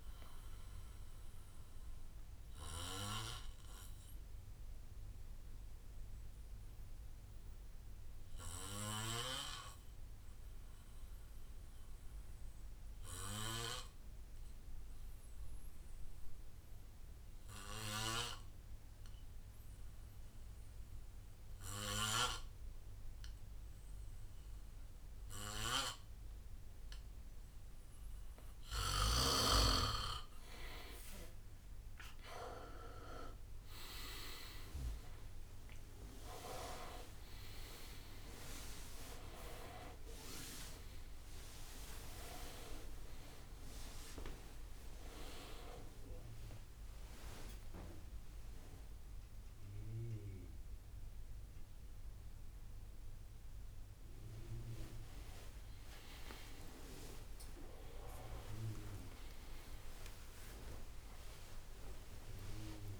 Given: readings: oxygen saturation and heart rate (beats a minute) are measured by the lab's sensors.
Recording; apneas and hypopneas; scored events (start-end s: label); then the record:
a person partly awake in a sleep study, by a room microphone; 1
0.00-3.00 s: drop in pulse transit time (device-marked, heart rate 64 extreme)
0.00-11.00 s: bradycardia (device-marked, heart rate 65 before, 57 extreme)
0.00-11.00 s: oxygen desaturation (device-marked, oxygen 89% lowest, heart rate 57 extreme)
1.00-29.00 s: obstructive apnea (oxygen 99% before, 85% lowest, heart rate 67 before, 57 extreme, up 16 after)
22.00-52.00 s: oxygen desaturation (device-marked, oxygen 100% before, 85% lowest, heart rate 59 before, 62 extreme)
36.00-56.00 s: drop in pulse transit time (device-marked, heart rate 63 before, 77 extreme)
44.00-63.00 s: new sleep stage, awake
47.50-49.50 s: long interval between heartbeats (device-marked, heart rate 75 before, 93 extreme)
52.00-63.00 s: tachycardia (device-marked, heart rate 66 before, 140 extreme)
56.00-58.00 s: long interval between heartbeats (device-marked, heart rate 88 before, 119 extreme)
58.00-60.00 s: long interval between heartbeats (device-marked, heart rate 93 before, 134 extreme)
61.00-63.00 s: long interval between heartbeats (device-marked, heart rate 101 before, 129 extreme)
From the record:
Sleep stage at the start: N2 (light sleep); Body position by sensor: on the back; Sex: male